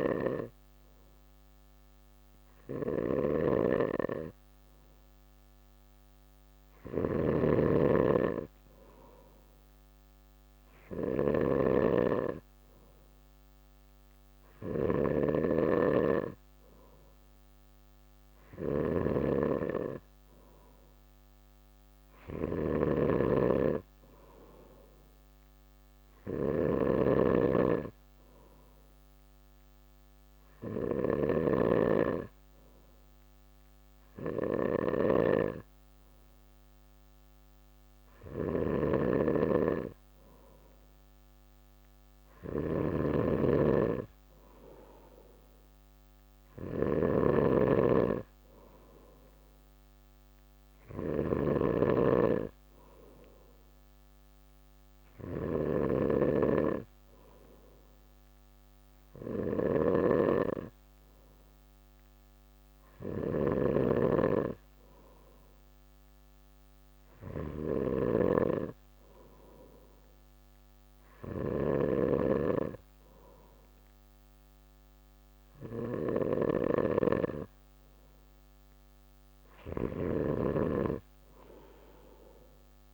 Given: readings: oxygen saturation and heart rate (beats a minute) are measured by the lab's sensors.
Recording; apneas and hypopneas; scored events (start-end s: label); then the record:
breathing in sleep by a microphone on the trachea; none
0.00-82.94 s: snoring (device-marked)
From the record:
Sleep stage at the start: N2 (light sleep); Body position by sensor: on the back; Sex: male